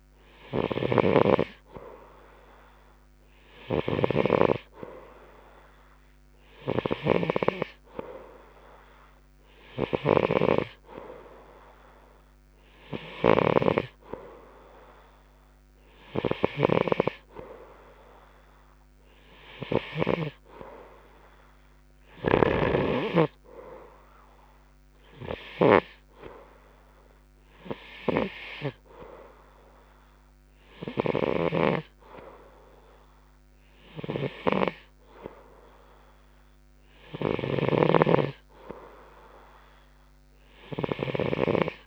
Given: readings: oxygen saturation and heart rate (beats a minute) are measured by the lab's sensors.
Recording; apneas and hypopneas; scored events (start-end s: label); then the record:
breathing in sleep by a microphone on the trachea; none
31.50-41.87 s: snoring (device-marked)
From the record:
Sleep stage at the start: N2 (light sleep); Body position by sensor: on the right side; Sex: male